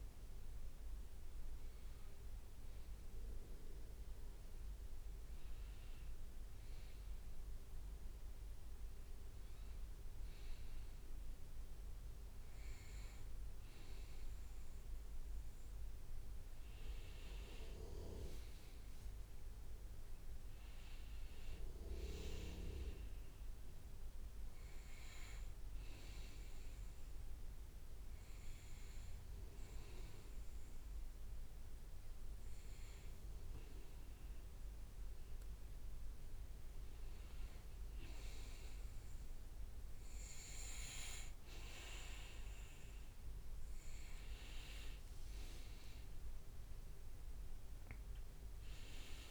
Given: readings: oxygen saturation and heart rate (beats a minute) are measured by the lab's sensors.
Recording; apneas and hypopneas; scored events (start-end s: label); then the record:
breathing in sleep by a room microphone; 2
0.00-3.00 s: oxygen desaturation (device-marked, oxygen 93% lowest, heart rate 63 extreme)
1.50-14.00 s: hypopnea (oxygen 97% before, 94% lowest, heart rate 70 before, 61 extreme, up 2 after)
16.50-19.50 s: arousal
23.00-37.50 s: hypopnea (oxygen 98% before, 94% lowest, heart rate 65 before, 61 extreme, up 6 after)
42.50-47.50 s: arousal
47.50-49.31 s: leg movement (device-marked)
From the record:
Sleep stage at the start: N2 (light sleep); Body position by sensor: on the back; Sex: male